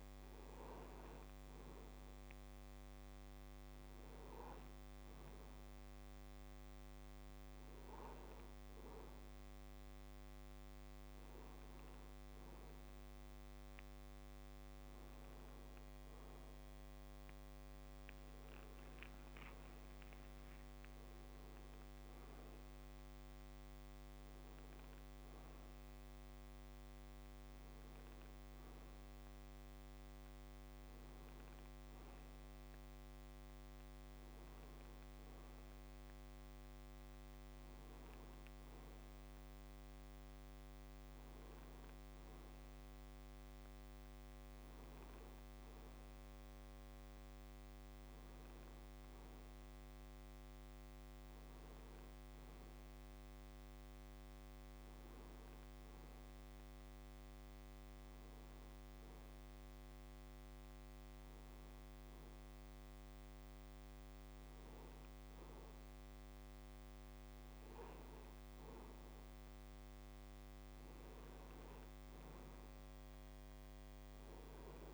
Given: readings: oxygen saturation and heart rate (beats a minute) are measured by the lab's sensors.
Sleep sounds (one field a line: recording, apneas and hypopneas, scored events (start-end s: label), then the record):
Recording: breathing in sleep, hard to hear, by a microphone on the trachea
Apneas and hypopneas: none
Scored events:
3.00-63.00 s: new sleep stage, N1 (lightest sleep)
18.50-22.50 s: arousal
63.00-74.94 s: new sleep stage, N2 (light sleep)
73.00-74.94 s: oxygen desaturation (device-marked, oxygen 90% before, 87% lowest, heart rate 69 before, 69 extreme)
From the record:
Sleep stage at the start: N2 (light sleep)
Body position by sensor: on the back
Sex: male